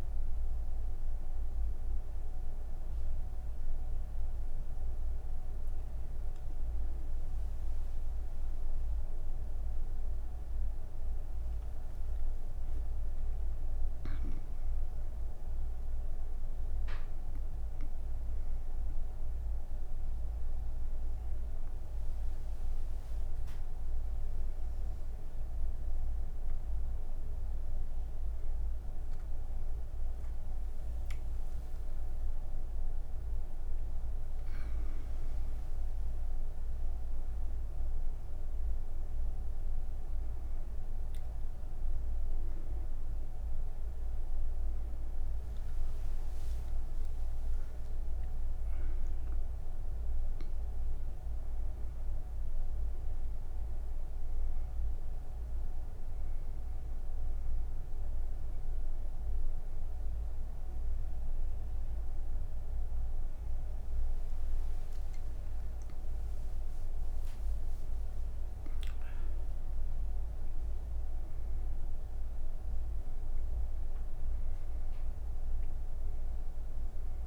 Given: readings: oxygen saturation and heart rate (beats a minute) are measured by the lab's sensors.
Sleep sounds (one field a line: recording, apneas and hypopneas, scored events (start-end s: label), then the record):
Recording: breathing in sleep, hard to hear, by a room microphone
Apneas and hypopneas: none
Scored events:
none scored
From the record:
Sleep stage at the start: N1 (lightest sleep)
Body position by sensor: on the right side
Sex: female